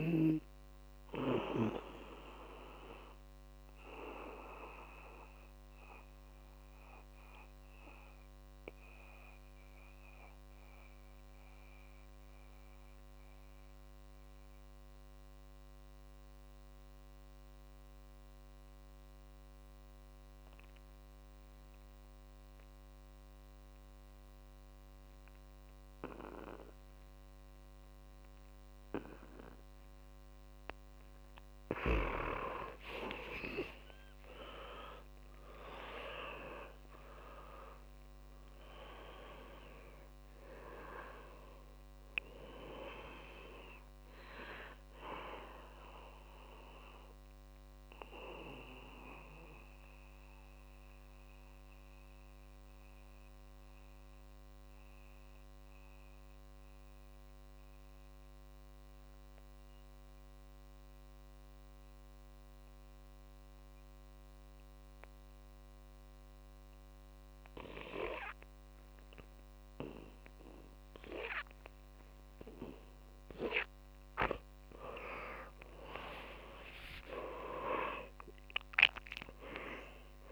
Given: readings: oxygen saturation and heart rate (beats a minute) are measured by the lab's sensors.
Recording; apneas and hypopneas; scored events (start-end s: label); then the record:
breathing in sleep by a microphone on the trachea; 2
0.00-21.00 s: oxygen desaturation (device-marked, oxygen 88% lowest, heart rate 56 extreme)
2.00-30.50 s: mixed apnea (oxygen 99% before, 86% lowest, heart rate 63 before, 56 extreme, up 29 after)
32.00-64.00 s: oxygen desaturation (device-marked, oxygen 100% before, 86% lowest, heart rate 61 before, 58 extreme)
33.00-37.00 s: arousal
47.00-74.00 s: mixed apnea (oxygen 100% before, 86% lowest, heart rate 74 before, 58 extreme, up 0 after)
76.50-80.32 s: arousal
77.00-80.32 s: oxygen desaturation (device-marked, oxygen 99% before, 88% lowest, heart rate 69 before, 54 extreme)
From the record:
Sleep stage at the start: N2 (light sleep); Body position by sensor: on the back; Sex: male